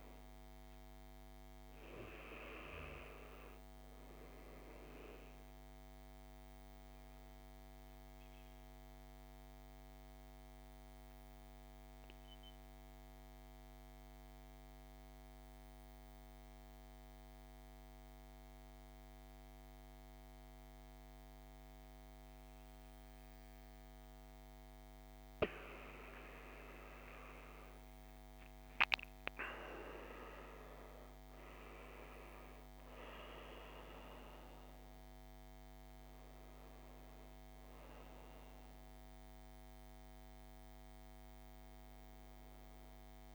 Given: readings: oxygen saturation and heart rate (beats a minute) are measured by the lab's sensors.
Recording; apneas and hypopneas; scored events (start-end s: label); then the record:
breathing in sleep by a microphone on the trachea; 1
0.00-1.00 s: arousal
2.00-14.00 s: oxygen desaturation (device-marked, oxygen 98% before, 92% lowest, heart rate 59 before, 55 extreme)
5.50-24.00 s: obstructive apnea (oxygen 98% before, 89% lowest, heart rate 59 before, 55 extreme, up 13 after)
26.00-30.00 s: arousal
27.00-43.35 s: oxygen desaturation (device-marked, oxygen 98% before, 89% lowest, heart rate 57 before, 53 extreme)
From the record:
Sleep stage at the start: N2 (light sleep); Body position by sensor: on the back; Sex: male